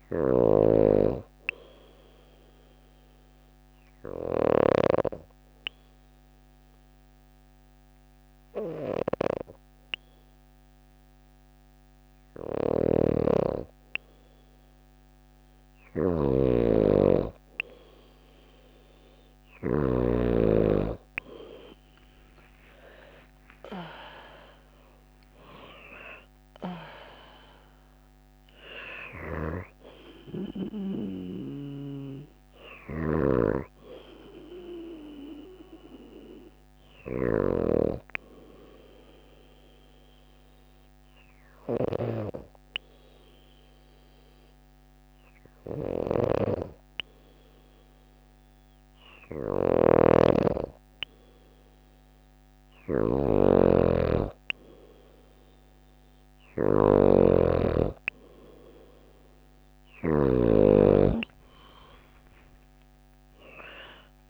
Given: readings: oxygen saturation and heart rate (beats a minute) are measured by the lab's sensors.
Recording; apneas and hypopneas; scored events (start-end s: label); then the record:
breathing in sleep by a microphone on the trachea; 2
0.00-3.50 s: snoring (device-marked)
2.00-13.50 s: obstructive apnea (oxygen 96% before, 93% lowest, heart rate 55 before, 52 extreme, up 1 after)
11.50-19.00 s: snoring (device-marked)
22.50-27.50 s: arousal
24.00-45.00 s: oxygen desaturation (device-marked, oxygen 97% before, 93% lowest, heart rate 54 before, 52 extreme)
30.50-59.00 s: snoring (device-marked)
36.50-49.00 s: hypopnea (oxygen 97% before, 93% lowest, heart rate 55 before, 53 extreme, up 2 after)
58.00-62.00 s: arousal
From the record:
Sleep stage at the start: N2 (light sleep); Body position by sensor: on the back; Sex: female